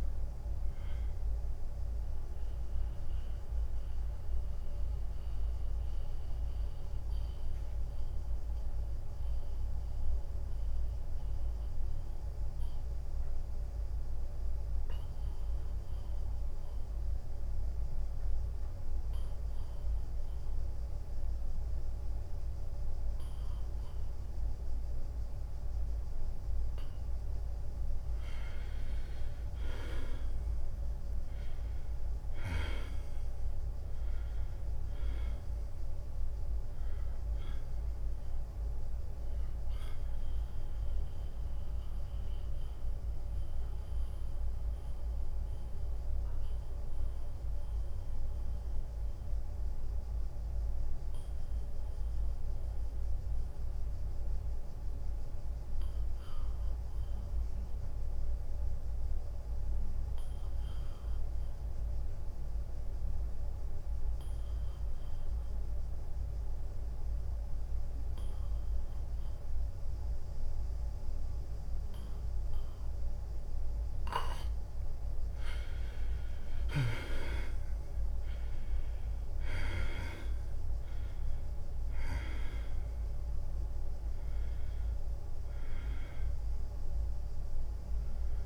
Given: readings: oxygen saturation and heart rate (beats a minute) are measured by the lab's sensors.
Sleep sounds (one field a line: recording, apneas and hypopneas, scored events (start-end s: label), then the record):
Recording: breathing in sleep, hard to hear, by a room microphone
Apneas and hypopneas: 2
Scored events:
0.00-16.50 s: oxygen desaturation (device-marked, oxygen 93% lowest, heart rate 83 extreme)
3.00-27.50 s: mixed apnea (oxygen 97% before, 85% lowest, heart rate 85 before, 83 extreme, up 5 after)
29.00-33.50 s: arousal
30.50-43.50 s: drop in pulse transit time (device-marked, heart rate 87 before, 84 extreme)
30.50-58.50 s: oxygen desaturation (device-marked, oxygen 97% before, 85% lowest, heart rate 87 before, 81 extreme)
38.50-75.50 s: mixed apnea (oxygen 97% before, 85% lowest, heart rate 86 before, 81 extreme, up 3 after)
77.50-88.45 s: drop in pulse transit time (device-marked, heart rate 84 before, 85 extreme)
87.50-88.45 s: new sleep stage, awake
From the record:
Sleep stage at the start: N2 (light sleep)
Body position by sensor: on the back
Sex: male